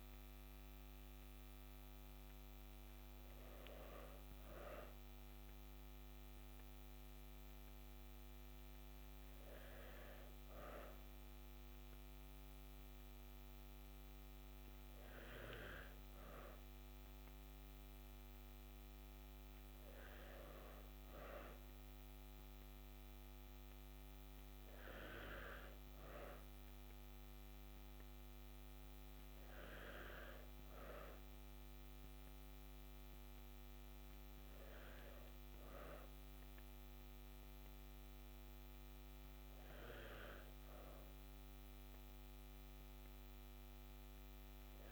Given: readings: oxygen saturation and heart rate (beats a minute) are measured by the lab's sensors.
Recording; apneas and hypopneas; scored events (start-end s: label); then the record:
breathing in sleep by a microphone on the trachea; none
32.50-44.92 s: new sleep stage, N3 (deep sleep)
From the record:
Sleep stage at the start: N2 (light sleep); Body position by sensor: on the back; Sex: female